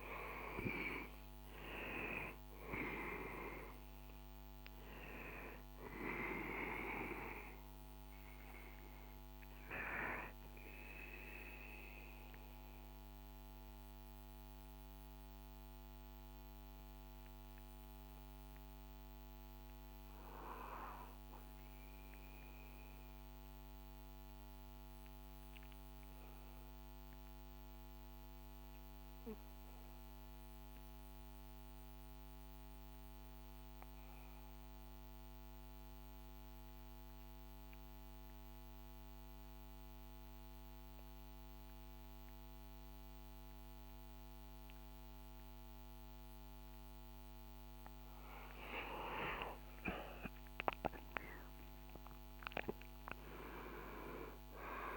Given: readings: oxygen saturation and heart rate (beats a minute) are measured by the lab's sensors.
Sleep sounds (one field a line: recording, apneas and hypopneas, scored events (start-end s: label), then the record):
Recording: breathing in sleep by a microphone on the trachea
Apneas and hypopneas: 1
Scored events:
0.00-23.50 s: oxygen desaturation (device-marked, oxygen 82% lowest, heart rate 58 extreme)
23.00-47.50 s: obstructive apnea (oxygen 95% before, 89% lowest, heart rate 71 before, 57 extreme, up 19 after)
44.50-54.97 s: oxygen desaturation (device-marked, oxygen 98% before, 89% lowest, heart rate 63 before, 61 extreme)
50.50-54.50 s: arousal
From the record:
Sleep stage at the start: REM sleep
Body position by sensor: on the back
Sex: male